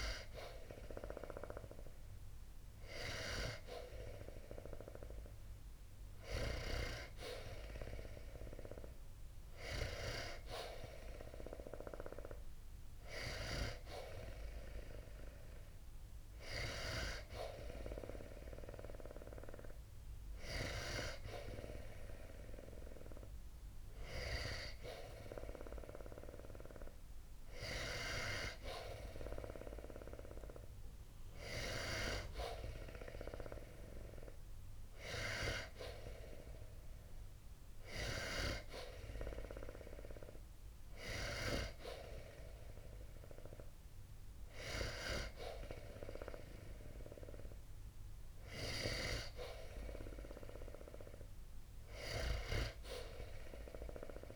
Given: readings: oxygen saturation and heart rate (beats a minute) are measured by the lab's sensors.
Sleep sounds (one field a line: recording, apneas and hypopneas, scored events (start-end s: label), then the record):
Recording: breathing in sleep by a room microphone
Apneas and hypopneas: none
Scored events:
none scored
From the record:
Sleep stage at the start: N2 (light sleep)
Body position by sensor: on the back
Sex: male